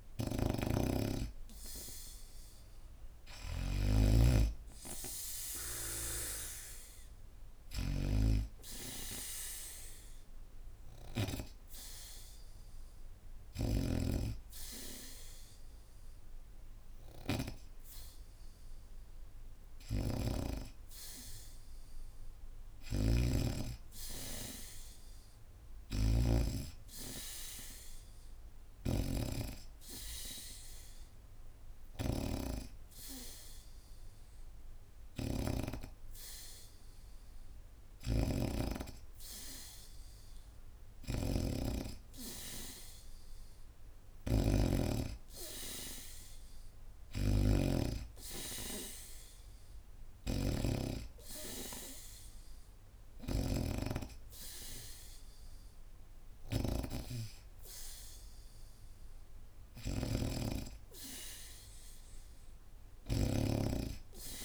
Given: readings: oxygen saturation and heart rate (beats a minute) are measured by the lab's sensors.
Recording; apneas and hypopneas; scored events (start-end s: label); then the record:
breathing in sleep by a room microphone; none
0.00-13.50 s: snoring (device-marked)
19.50-50.50 s: snoring (device-marked)
50.00-64.45 s: oxygen desaturation (device-marked, oxygen 95% before, 91% lowest, heart rate 76 before, 72 extreme)
59.50-64.45 s: snoring (device-marked)
From the record:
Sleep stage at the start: N2 (light sleep); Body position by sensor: on the back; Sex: female